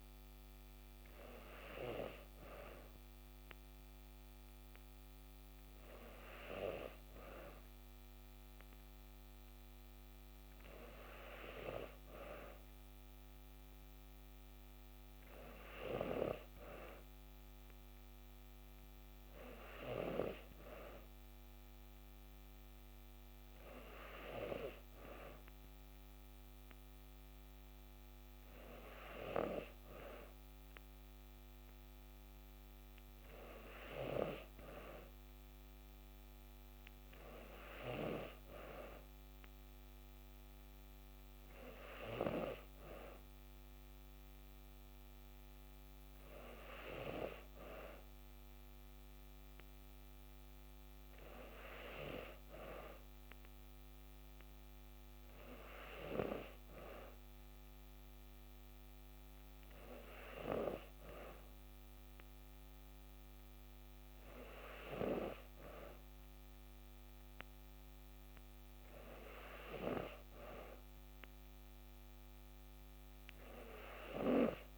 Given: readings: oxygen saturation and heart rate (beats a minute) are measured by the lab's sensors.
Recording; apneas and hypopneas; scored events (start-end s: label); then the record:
breathing in sleep by a microphone on the trachea; none
none scored
From the record:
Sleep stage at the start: N2 (light sleep); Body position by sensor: on the back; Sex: female